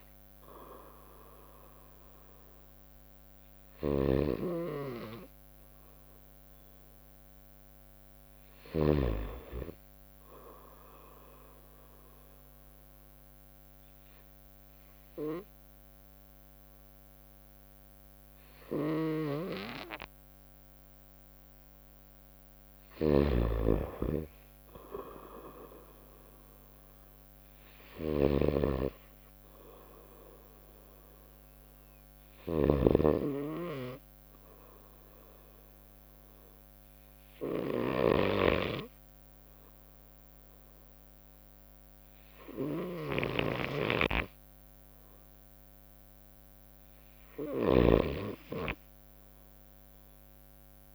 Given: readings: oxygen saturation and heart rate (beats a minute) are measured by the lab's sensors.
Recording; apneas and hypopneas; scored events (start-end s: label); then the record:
breathing in sleep by a microphone on the trachea; 2
0.00-9.00 s: snoring (device-marked)
5.00-18.00 s: oxygen desaturation (device-marked, oxygen 92% before, 87% lowest, heart rate 65 before, 66 extreme)
10.50-22.50 s: obstructive apnea (oxygen 94% before, 82% lowest, heart rate 66 before, 66 extreme, up 0 after)
22.50-33.00 s: snoring (device-marked)
34.00-46.50 s: obstructive apnea (oxygen 92% before, 79% lowest, heart rate 67 before, 65 extreme, up 1 after)
42.00-50.94 s: oxygen desaturation (device-marked, oxygen 91% before, 86% lowest, heart rate 67 before, 65 extreme)
47.50-50.94 s: snoring (device-marked)
From the record:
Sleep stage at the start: N2 (light sleep); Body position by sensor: on the right side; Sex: female